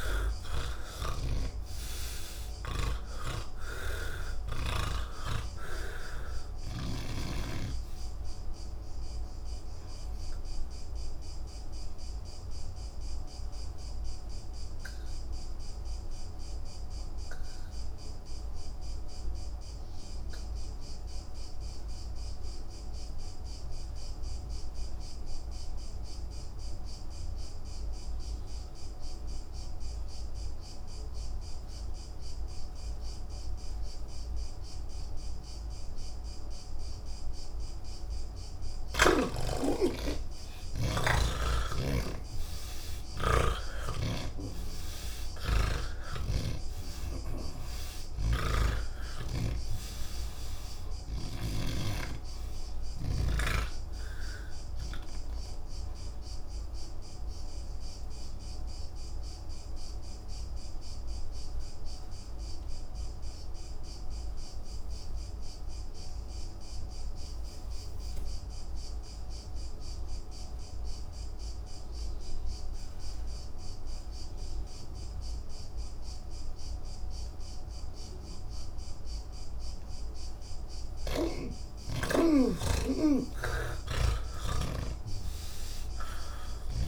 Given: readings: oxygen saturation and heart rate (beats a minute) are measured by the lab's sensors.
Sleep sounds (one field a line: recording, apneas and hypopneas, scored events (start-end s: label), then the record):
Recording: breathing in sleep by a room microphone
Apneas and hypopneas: 2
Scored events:
0.00-7.50 s: snoring (device-marked)
0.00-24.50 s: oxygen desaturation (device-marked, oxygen 81% lowest)
9.50-38.00 s: obstructive apnea (oxygen 99% before, 79% lowest)
26.50-70.50 s: oxygen desaturation (device-marked, oxygen 98% before, 79% lowest)
55.50-79.00 s: obstructive apnea (oxygen 98% before, 79% lowest, heart rate 64 before, 36 extreme, up 17 after)
79.50-86.88 s: oxygen desaturation (device-marked, oxygen 98% before, 88% lowest, heart rate 70 before, 50 extreme)
83.50-86.88 s: snoring (device-marked)
From the record:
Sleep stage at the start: N3 (deep sleep)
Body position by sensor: on the back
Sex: male